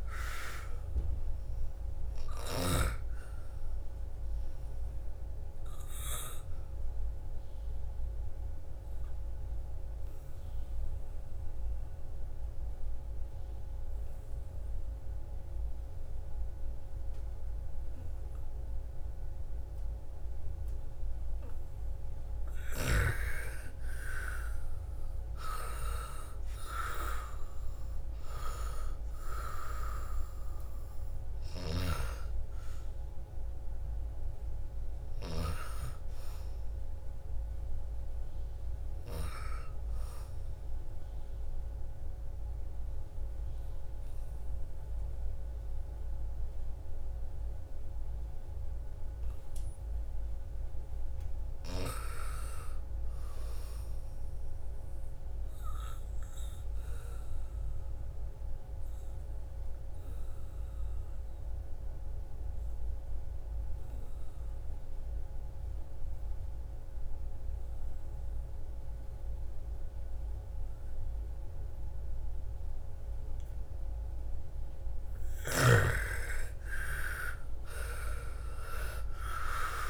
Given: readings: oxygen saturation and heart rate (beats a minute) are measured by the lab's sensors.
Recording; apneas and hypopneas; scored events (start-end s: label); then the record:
breathing in sleep by a room microphone; 3
0.00-2.50 s: snoring (device-marked)
0.00-18.50 s: oxygen desaturation (device-marked, oxygen 85% lowest, heart rate 54 extreme)
5.00-21.50 s: obstructive apnea (oxygen 98% before, 85% lowest, heart rate 60 before, 54 extreme, up 14 after)
22.50-26.50 s: arousal
26.50-43.50 s: oxygen desaturation (device-marked, oxygen 98% before, 87% lowest, heart rate 58 before, 54 extreme)
31.00-35.00 s: snoring (device-marked)
40.00-50.00 s: obstructive apnea (oxygen 98% before, 82% lowest, heart rate 62 before, 54 extreme, up 7 after)
51.50-54.50 s: arousal
56.00-74.50 s: obstructive apnea (oxygen 99% before, 82% lowest, heart rate 57 before, 55 extreme, up 15 after)
59.50-69.50 s: oxygen desaturation (device-marked, oxygen 98% before, 94% lowest, heart rate 58 before, 55 extreme)
76.00-79.50 s: arousal
77.50-79.90 s: oxygen desaturation (device-marked, oxygen 97% before, 82% lowest, heart rate 57 before, 57 extreme)
From the record:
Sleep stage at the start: N2 (light sleep); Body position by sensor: on the back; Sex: female